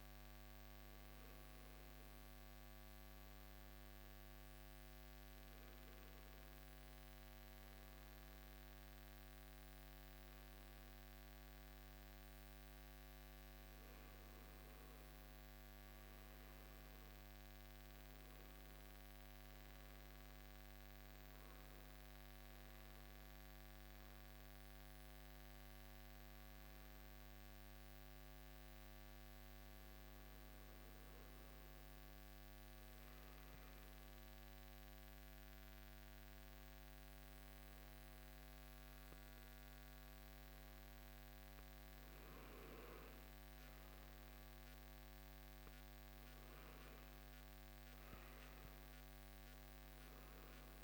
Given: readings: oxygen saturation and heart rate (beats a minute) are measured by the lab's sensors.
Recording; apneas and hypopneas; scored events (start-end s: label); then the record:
breathing in sleep, hard to hear, by a microphone on the trachea; none
none scored
From the record:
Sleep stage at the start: N2 (light sleep); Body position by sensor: on the right side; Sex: male